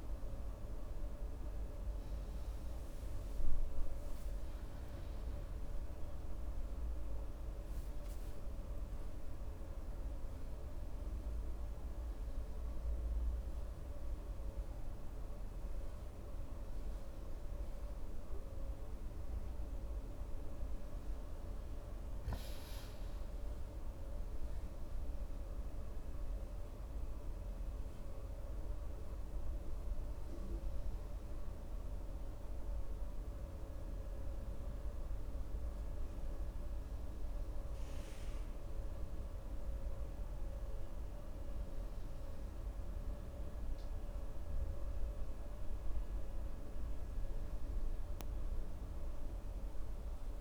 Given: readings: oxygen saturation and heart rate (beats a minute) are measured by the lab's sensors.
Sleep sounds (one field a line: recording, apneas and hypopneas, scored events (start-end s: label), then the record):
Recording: breathing in sleep, hard to hear, by a room microphone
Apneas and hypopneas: none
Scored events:
none scored
From the record:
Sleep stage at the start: N2 (light sleep)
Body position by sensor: on the right side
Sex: male